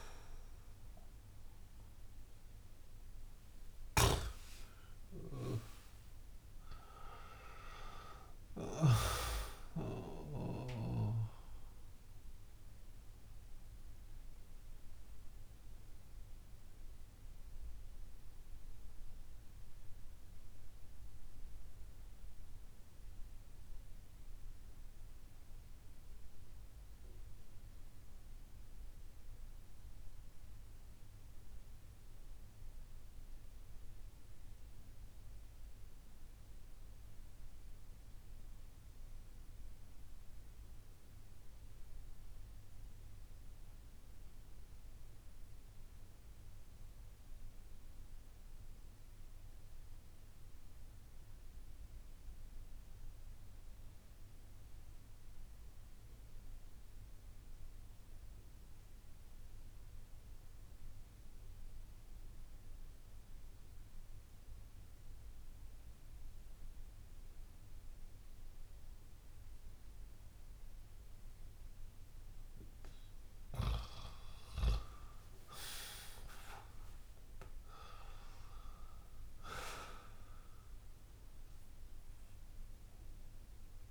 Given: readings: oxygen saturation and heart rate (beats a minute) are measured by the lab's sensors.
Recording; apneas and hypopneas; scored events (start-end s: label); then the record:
breathing in sleep by a room microphone; 1
0.00-21.00 s: oxygen desaturation (device-marked, oxygen 90% lowest)
0.50-5.00 s: arousal
11.00-73.00 s: mixed apnea (oxygen 97% before, 88% lowest)
66.00-83.91 s: oxygen desaturation (device-marked, oxygen 96% before, 88% lowest)
75.50-80.00 s: arousal
From the record:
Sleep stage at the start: N2 (light sleep); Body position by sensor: on the back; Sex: male